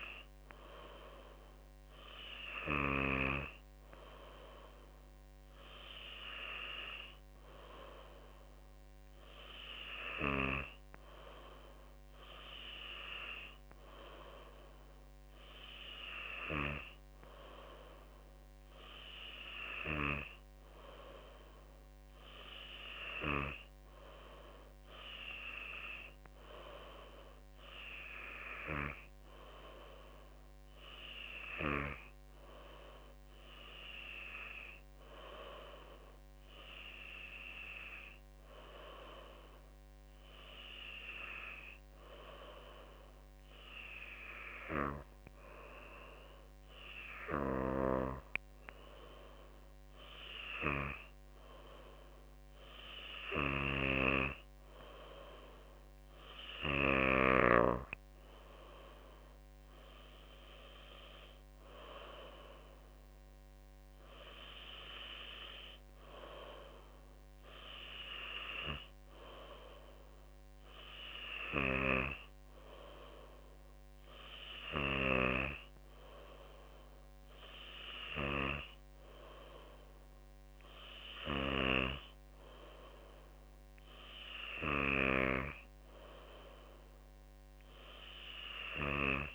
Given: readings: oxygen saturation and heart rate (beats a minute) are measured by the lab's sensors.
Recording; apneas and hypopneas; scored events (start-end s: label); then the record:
breathing in sleep by a microphone on the trachea; none
49.50-89.34 s: new sleep stage, N3 (deep sleep)
From the record:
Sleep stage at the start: N2 (light sleep); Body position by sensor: on the back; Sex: female